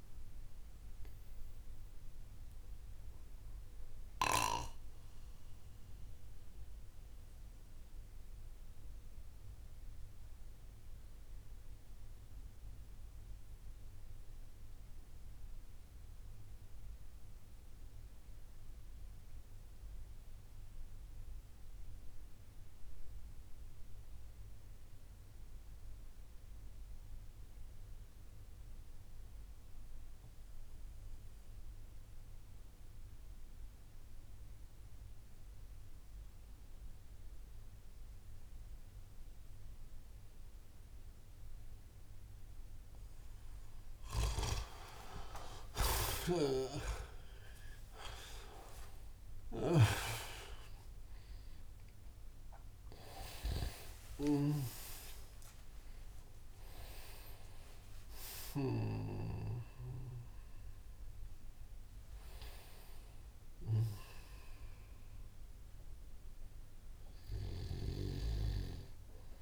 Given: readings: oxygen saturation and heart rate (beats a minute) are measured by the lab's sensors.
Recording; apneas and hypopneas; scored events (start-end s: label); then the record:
breathing in sleep by a room microphone; 1
0.00-23.50 s: oxygen desaturation (device-marked, oxygen 87% lowest)
1.00-43.00 s: obstructive apnea (oxygen 98% before, 85% lowest)
38.50-69.42 s: oxygen desaturation (device-marked, oxygen 97% before, 85% lowest)
44.50-50.50 s: arousal
45.50-53.50 s: snoring (device-marked)
From the record:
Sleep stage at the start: N2 (light sleep); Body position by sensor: on the back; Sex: male